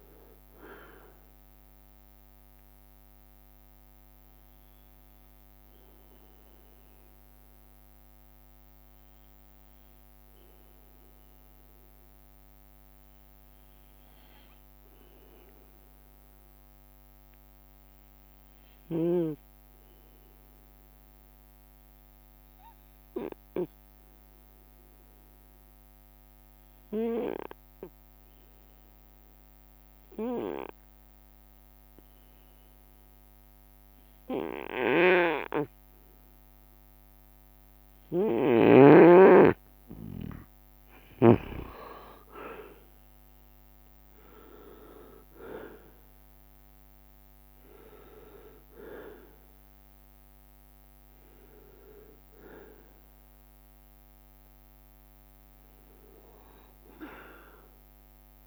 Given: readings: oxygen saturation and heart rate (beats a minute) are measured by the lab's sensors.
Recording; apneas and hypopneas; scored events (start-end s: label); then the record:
breathing in sleep by a microphone on the trachea; 1
0.00-4.00 s: drop in pulse transit time (device-marked, heart rate 67 extreme)
4.50-39.00 s: obstructive apnea (oxygen 97% before, 90% lowest, heart rate 75 before, 61 extreme, up 7 after)
20.00-21.50 s: leg movement (device-marked)
34.00-58.46 s: oxygen desaturation (device-marked, oxygen 98% before, 90% lowest, heart rate 64 before, 61 extreme)
35.00-42.00 s: snoring (device-marked)
41.50-46.00 s: arousal
41.50-47.50 s: leg movement (device-marked)
42.00-57.00 s: drop in pulse transit time (device-marked, heart rate 65 before, 66 extreme)
From the record:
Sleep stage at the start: N2 (light sleep); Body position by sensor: on the right side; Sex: male